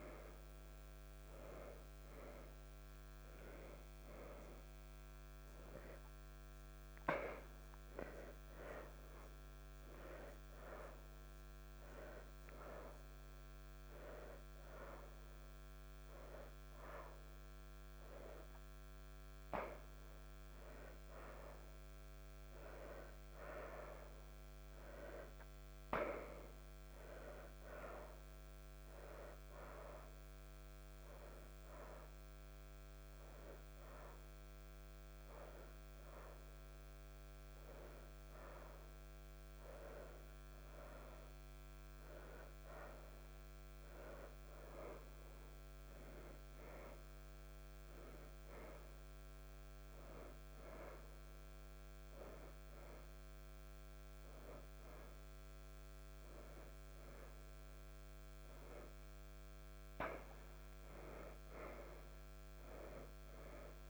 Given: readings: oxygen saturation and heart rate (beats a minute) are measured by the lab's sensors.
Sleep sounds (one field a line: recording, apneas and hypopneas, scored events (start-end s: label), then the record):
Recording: a person awake in a sleep study, by a microphone on the trachea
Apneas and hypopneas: none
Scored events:
13.50-22.50 s: oxygen desaturation (device-marked, oxygen 87% before, 83% lowest, heart rate 86 before, 83 extreme)
37.50-47.50 s: oxygen desaturation (device-marked, oxygen 86% before, 83% lowest, heart rate 88 before, 83 extreme)
49.50-63.89 s: oxygen desaturation (device-marked, oxygen 88% before, 83% lowest, heart rate 86 before, 85 extreme)
From the record:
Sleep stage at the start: awake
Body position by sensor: on the left side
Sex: female